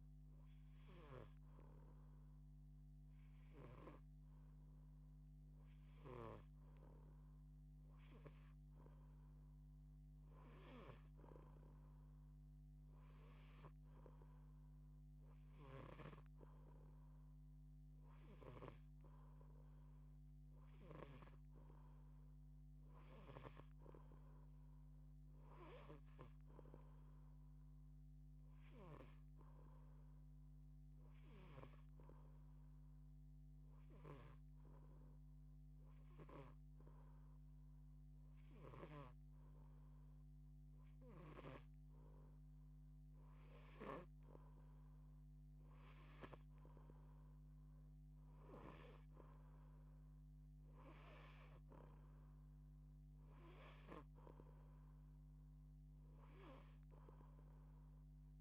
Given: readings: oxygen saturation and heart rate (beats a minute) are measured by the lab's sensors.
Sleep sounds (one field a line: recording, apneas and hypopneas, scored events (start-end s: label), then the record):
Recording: breathing in sleep by a microphone on the trachea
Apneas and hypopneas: 1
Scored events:
0.00-1.00 s: snoring (device-marked)
17.50-21.00 s: snoring (device-marked)
33.50-38.50 s: snoring (device-marked)
33.50-43.50 s: hypopnea (oxygen 90% before, 84% lowest, heart rate 106 before, 49 extreme)
48.00-52.50 s: arousal
51.50-58.41 s: oxygen desaturation (device-marked, oxygen 88% before, 85% lowest)
53.00-58.41 s: snoring (device-marked)
From the record:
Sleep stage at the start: N2 (light sleep)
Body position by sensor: on the back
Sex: female